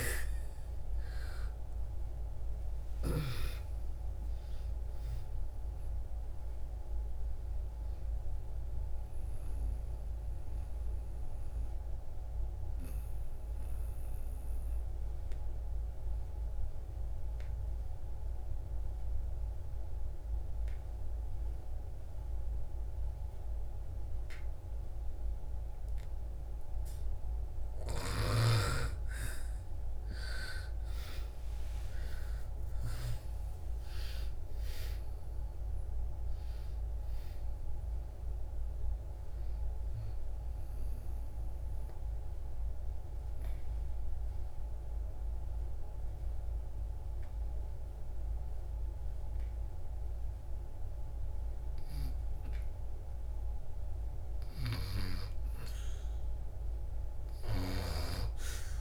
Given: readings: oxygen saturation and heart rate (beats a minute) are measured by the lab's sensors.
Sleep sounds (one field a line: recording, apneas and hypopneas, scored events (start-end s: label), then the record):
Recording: breathing in sleep by a room microphone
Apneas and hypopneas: 2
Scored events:
0.00-1.00 s: arousal
0.00-17.00 s: oxygen desaturation (device-marked, oxygen 83% lowest)
10.00-26.50 s: obstructive apnea (oxygen 97% before, 83% lowest)
26.00-52.00 s: oxygen desaturation (device-marked, oxygen 98% before, 86% lowest)
30.50-34.50 s: arousal
41.00-53.00 s: obstructive apnea (oxygen 98% before, 85% lowest)
56.50-58.81 s: arousal
From the record:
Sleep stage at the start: N2 (light sleep)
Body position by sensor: on the back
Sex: female